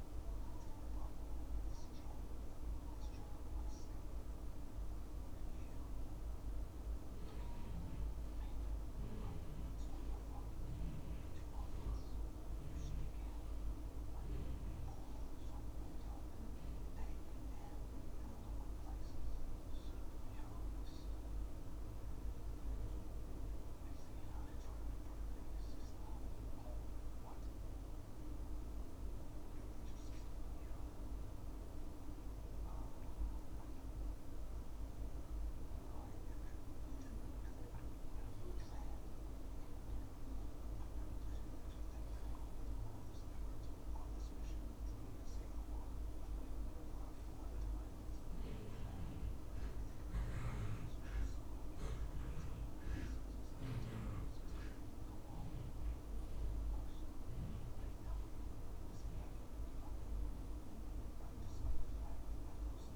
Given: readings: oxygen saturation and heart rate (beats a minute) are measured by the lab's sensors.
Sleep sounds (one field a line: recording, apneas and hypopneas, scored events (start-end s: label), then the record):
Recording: breathing in sleep, hard to hear, by a room microphone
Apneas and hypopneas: 1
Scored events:
2.00-5.00 s: arousal
9.50-24.00 s: hypopnea (oxygen 96% before, 94% lowest, heart rate 77 before, 73 extreme, up 1 after)
27.00-30.50 s: arousal
From the record:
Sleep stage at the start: N2 (light sleep)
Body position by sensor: on the back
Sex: male